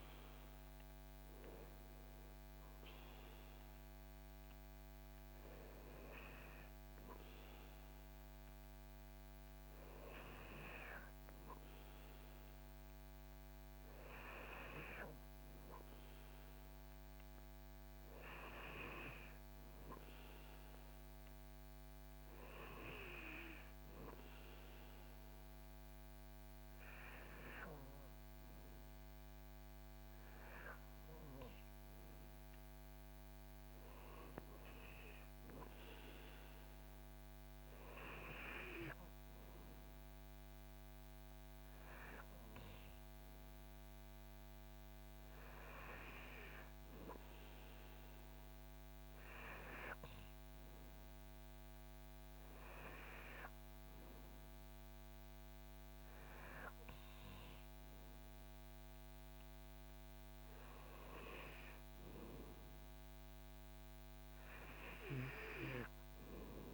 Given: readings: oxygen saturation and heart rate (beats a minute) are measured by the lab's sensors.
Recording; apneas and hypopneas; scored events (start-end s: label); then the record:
breathing in sleep by a microphone on the trachea; none
none scored
From the record:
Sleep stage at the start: N2 (light sleep); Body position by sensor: on the back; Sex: male